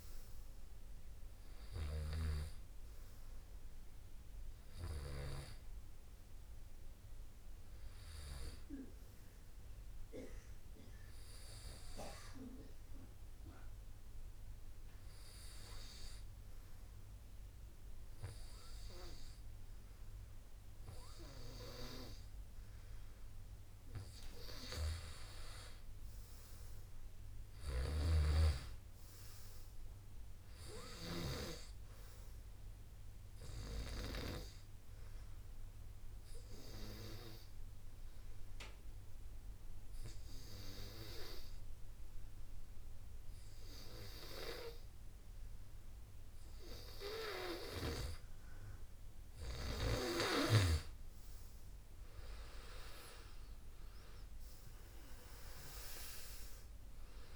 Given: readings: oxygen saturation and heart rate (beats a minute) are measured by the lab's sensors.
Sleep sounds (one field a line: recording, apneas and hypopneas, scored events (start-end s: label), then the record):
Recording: breathing in sleep by a room microphone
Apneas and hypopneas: 2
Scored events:
13.00-24.00 s: hypopnea (oxygen 98% before, 88% lowest)
25.00-28.50 s: arousal
27.00-50.00 s: oxygen desaturation (device-marked, oxygen 97% before, 92% lowest)
34.00-49.50 s: obstructive apnea (oxygen 97% before, 88% lowest)
52.00-56.50 s: arousal
55.00-57.36 s: oxygen desaturation (device-marked, oxygen 95% before, 88% lowest)
From the record:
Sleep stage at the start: N2 (light sleep)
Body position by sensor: on the back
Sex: male